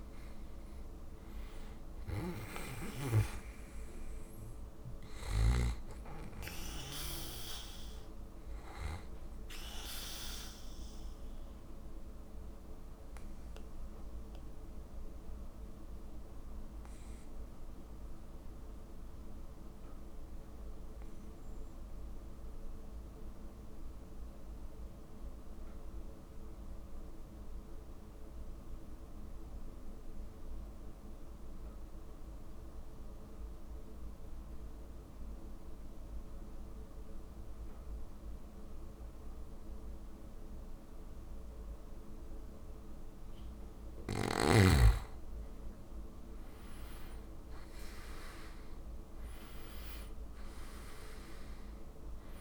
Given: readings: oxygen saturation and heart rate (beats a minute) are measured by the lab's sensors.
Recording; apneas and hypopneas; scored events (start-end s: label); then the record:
breathing in sleep by a room microphone; 1
0.00-24.00 s: oxygen desaturation (device-marked, oxygen 83% lowest, heart rate 50 extreme)
10.50-43.50 s: obstructive apnea (oxygen 96% before, 83% lowest, heart rate 60 before, 50 extreme, up 9 after)
44.00-52.41 s: oxygen desaturation (device-marked, oxygen 97% before, 83% lowest, heart rate 52 before, 49 extreme)
46.50-50.00 s: arousal
From the record:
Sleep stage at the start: N2 (light sleep); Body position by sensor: on the back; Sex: male